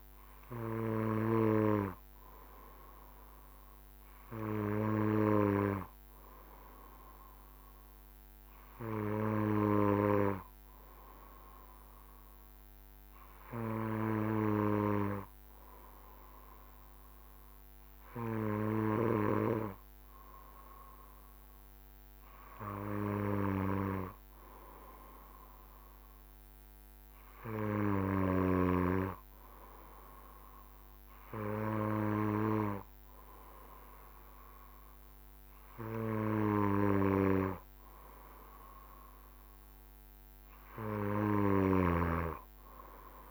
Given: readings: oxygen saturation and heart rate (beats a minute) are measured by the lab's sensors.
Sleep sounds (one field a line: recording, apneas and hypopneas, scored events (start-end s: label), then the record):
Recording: breathing in sleep by a microphone on the trachea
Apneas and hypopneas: none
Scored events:
none scored
From the record:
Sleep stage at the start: N2 (light sleep)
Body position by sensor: on the back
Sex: male